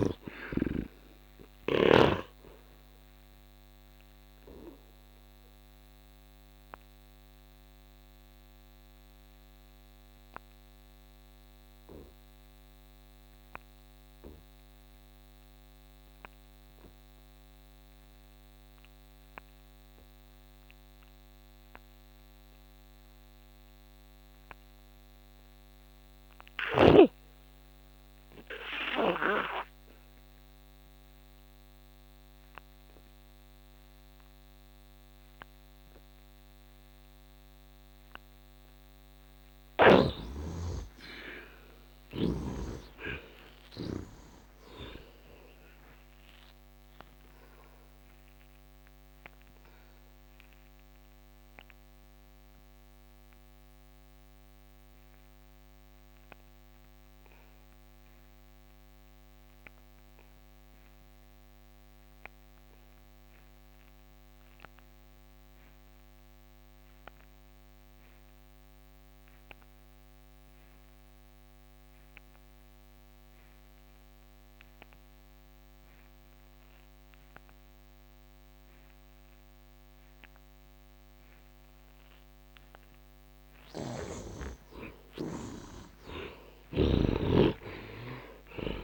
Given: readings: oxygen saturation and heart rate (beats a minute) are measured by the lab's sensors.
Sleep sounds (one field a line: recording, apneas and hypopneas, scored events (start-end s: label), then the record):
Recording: breathing in sleep by a microphone on the trachea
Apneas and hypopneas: 2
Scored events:
0.00-10.50 s: oxygen desaturation (device-marked, oxygen 50% lowest, heart rate 69 extreme)
3.50-37.50 s: obstructive apnea (oxygen 84% before, 50% lowest, heart rate 84 before, 67 extreme, up 18 after)
27.50-66.50 s: oxygen desaturation (device-marked, oxygen 91% before, 54% lowest, heart rate 73 before, 67 extreme)
39.50-43.00 s: arousal
47.00-81.50 s: obstructive apnea (oxygen 91% before, 52% lowest, heart rate 78 before, 65 extreme, up 17 after)
74.50-88.84 s: oxygen desaturation (device-marked, oxygen 88% before, 52% lowest, heart rate 71 before, 63 extreme)
83.00-86.50 s: snoring (device-marked)
85.00-88.84 s: arousal
From the record:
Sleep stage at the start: N2 (light sleep)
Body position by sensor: on the back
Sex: male